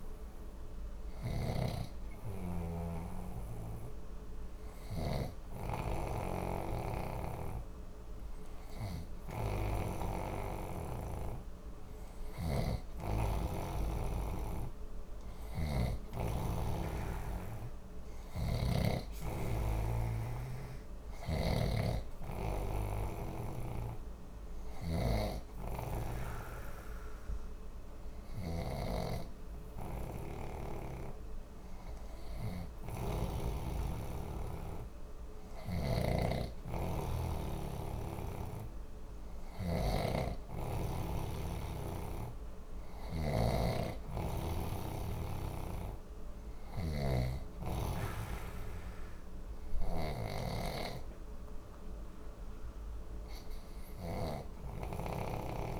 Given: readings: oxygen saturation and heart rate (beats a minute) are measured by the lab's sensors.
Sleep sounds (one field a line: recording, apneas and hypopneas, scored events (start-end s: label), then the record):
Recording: breathing in sleep by a room microphone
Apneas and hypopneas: none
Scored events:
0.00-10.00 s: snoring (device-marked)
12.00-55.00 s: snoring (device-marked)
From the record:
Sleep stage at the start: N2 (light sleep)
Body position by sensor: on the left side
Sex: male